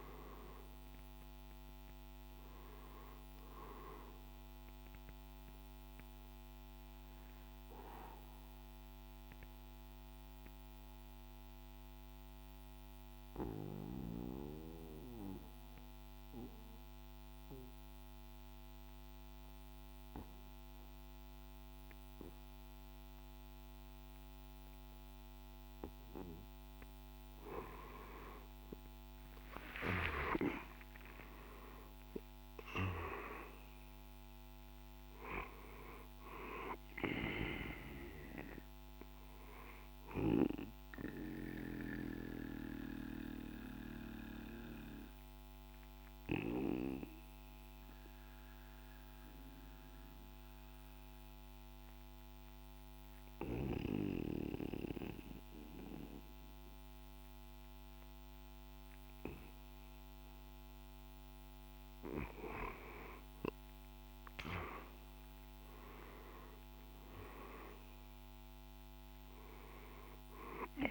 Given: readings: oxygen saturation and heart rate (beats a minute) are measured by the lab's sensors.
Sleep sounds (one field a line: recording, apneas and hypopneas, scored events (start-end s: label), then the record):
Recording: breathing in sleep by a microphone on the trachea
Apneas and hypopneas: 2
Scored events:
0.00-7.50 s: drop in pulse transit time (device-marked, heart rate 58 extreme)
5.00-25.50 s: obstructive apnea (oxygen 97% before, 89% lowest, heart rate 58 before, 52 extreme, up 9 after)
7.50-19.50 s: oxygen desaturation (device-marked, oxygen 97% before, 92% lowest, heart rate 58 before, 53 extreme)
28.00-33.00 s: arousal
33.50-43.50 s: drop in pulse transit time (device-marked, heart rate 56 before, 55 extreme)
34.50-55.50 s: oxygen desaturation (device-marked, oxygen 97% before, 89% lowest, heart rate 56 before, 52 extreme)
40.00-61.50 s: obstructive apnea (oxygen 97% before, 89% lowest, heart rate 58 before, 52 extreme, up 8 after)
64.00-68.00 s: arousal
From the record:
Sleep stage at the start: N2 (light sleep)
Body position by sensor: on the right side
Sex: male